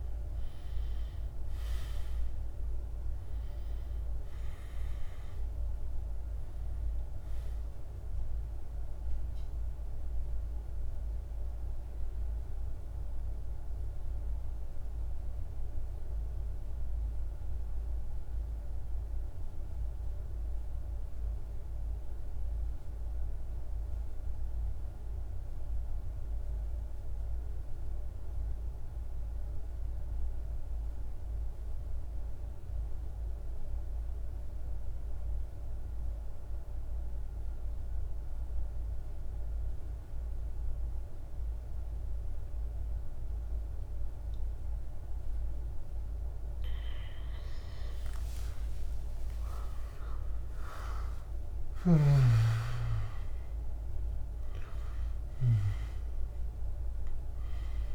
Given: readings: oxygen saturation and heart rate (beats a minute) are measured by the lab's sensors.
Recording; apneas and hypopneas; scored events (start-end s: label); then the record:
breathing in sleep, hard to hear, by a room microphone; 1
0.00-17.00 s: oxygen desaturation (device-marked, oxygen 86% lowest, heart rate 48 extreme)
12.00-44.00 s: mixed apnea (oxygen 97% before, 86% lowest, heart rate 56 before, 49 extreme, up 42 after)
35.00-57.95 s: oxygen desaturation (device-marked, oxygen 99% before, 86% lowest, heart rate 51 before, 51 extreme)
47.00-52.50 s: arousal
50.50-57.50 s: snoring (device-marked)
From the record:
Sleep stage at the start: N2 (light sleep); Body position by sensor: on the back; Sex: male